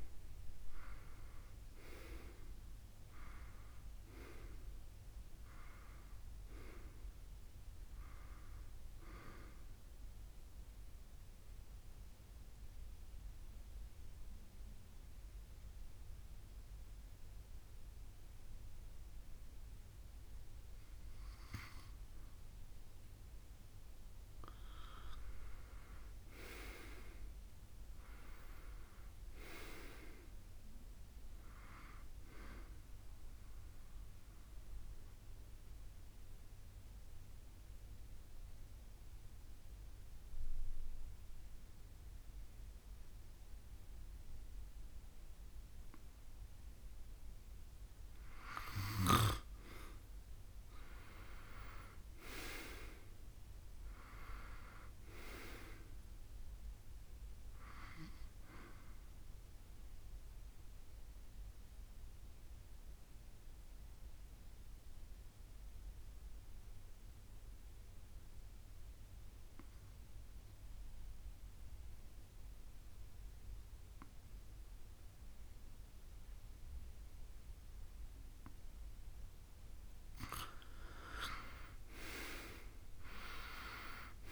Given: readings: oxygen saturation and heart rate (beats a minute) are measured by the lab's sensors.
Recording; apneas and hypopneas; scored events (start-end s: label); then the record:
breathing in sleep by a room microphone; 3
0.00-1.50 s: arousal
9.50-20.50 s: central apnea (oxygen 97% before, 91% lowest, heart rate 59 before, 71 extreme, up 3 after)
24.00-28.00 s: arousal
33.00-46.50 s: mixed apnea (oxygen 97% before, 90% lowest, heart rate 75 before, 46 extreme, up 2 after)
49.00-53.00 s: arousal
59.00-78.50 s: mixed apnea (oxygen 97% before, 88% lowest, heart rate 69 before, 27 extreme, up 3 after)
68.50-79.50 s: oxygen desaturation (device-marked, oxygen 94% before, 91% lowest, heart rate 64 before, 27 extreme)
81.00-84.32 s: arousal
From the record:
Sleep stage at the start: N2 (light sleep); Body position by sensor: on the back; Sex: male